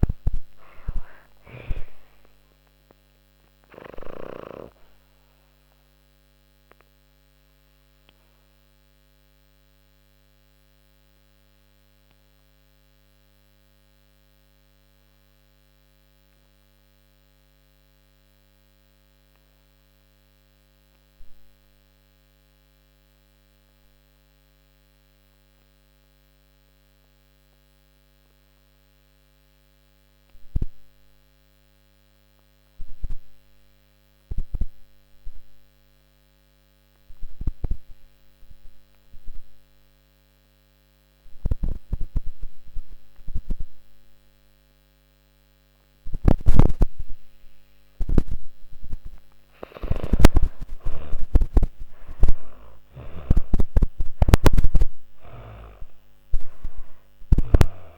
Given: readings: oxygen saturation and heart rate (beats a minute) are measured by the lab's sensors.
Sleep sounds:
breathing in sleep by a microphone on the trachea; 1
0.00-24.00 s: oxygen desaturation (device-marked, oxygen 80% lowest)
5.00-47.50 s: obstructive apnea (oxygen 98% before, 76% lowest)
38.00-57.98 s: oxygen desaturation (device-marked, oxygen 98% before, 76% lowest)
49.50-54.50 s: arousal
From the record:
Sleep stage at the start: N2 (light sleep); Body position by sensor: on the back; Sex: female

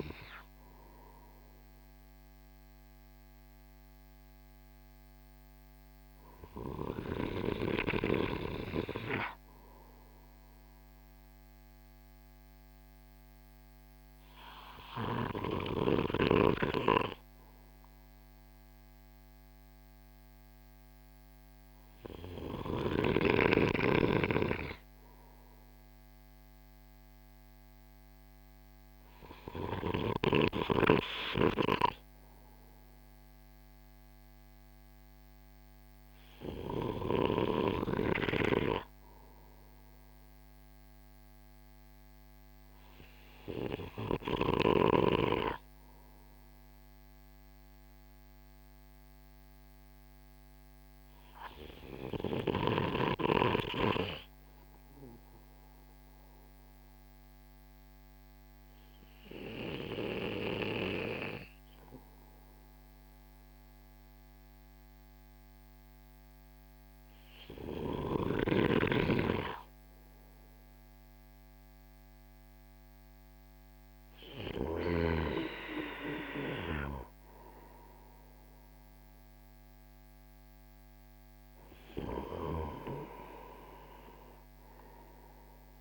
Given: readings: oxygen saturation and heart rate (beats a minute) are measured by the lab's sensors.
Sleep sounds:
breathing in sleep by a microphone on the trachea; none
none scored
From the record:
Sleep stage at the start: N2 (light sleep); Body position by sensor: on the right side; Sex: male

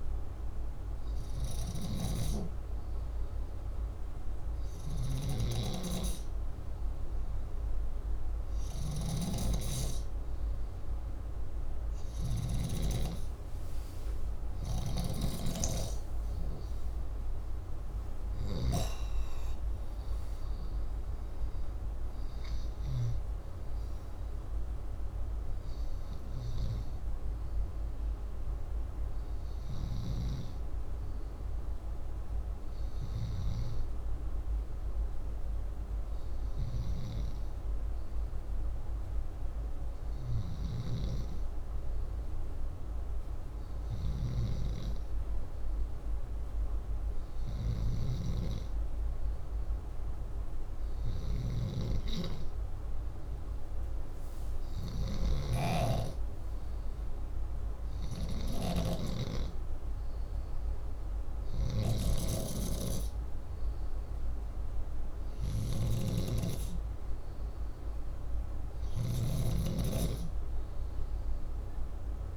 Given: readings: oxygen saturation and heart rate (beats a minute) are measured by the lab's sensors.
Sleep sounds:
breathing in sleep by a room microphone; none
8.50-12.50 s: snoring (device-marked)
15.00-19.50 s: arousal
20.50-32.50 s: oxygen desaturation (device-marked, oxygen 94% before, 91% lowest, heart rate 81 before, 62 extreme)
65.50-69.00 s: snoring (device-marked)
From the record:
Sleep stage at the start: N2 (light sleep); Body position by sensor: upright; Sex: male

